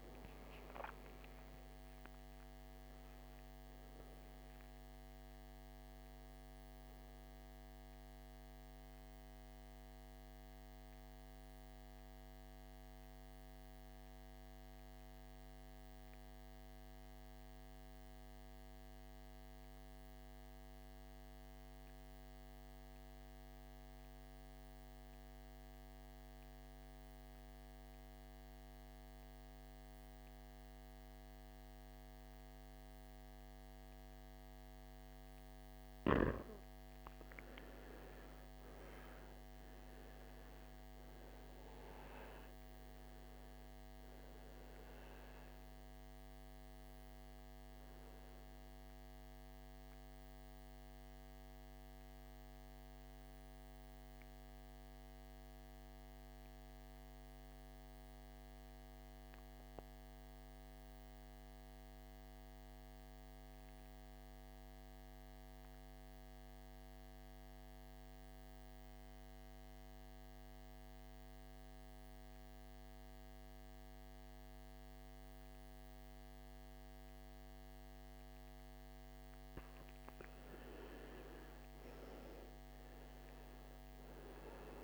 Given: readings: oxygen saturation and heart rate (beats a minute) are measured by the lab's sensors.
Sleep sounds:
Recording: breathing in sleep, hard to hear, by a microphone on the trachea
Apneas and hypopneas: 2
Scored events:
0.00-18.00 s: oxygen desaturation (device-marked, oxygen 84% lowest, heart rate 54 extreme)
11.00-35.50 s: mixed apnea (oxygen 98% before, 84% lowest, heart rate 69 before, 54 extreme, up 14 after)
35.00-60.00 s: oxygen desaturation (device-marked, oxygen 99% before, 84% lowest, heart rate 57 before, 53 extreme)
38.00-42.00 s: arousal
52.50-79.00 s: mixed apnea (oxygen 100% before, 83% lowest, heart rate 67 before, 53 extreme, up 17 after)
74.00-84.83 s: oxygen desaturation (device-marked, oxygen 98% before, 83% lowest, heart rate 57 before, 54 extreme)
81.50-84.83 s: arousal
From the record:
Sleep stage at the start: N2 (light sleep)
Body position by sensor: on the back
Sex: male

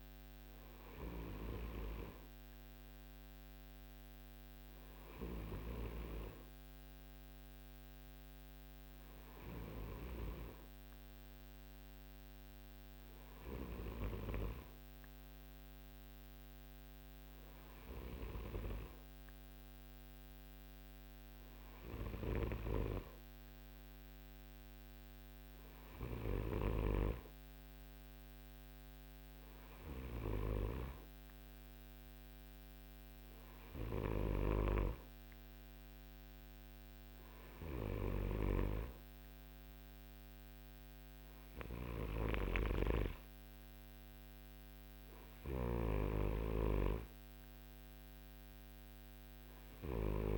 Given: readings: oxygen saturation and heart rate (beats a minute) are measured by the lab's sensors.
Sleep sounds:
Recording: breathing in sleep by a microphone on the trachea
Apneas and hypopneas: none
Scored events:
none scored
From the record:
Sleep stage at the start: N2 (light sleep)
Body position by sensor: on the right side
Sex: male

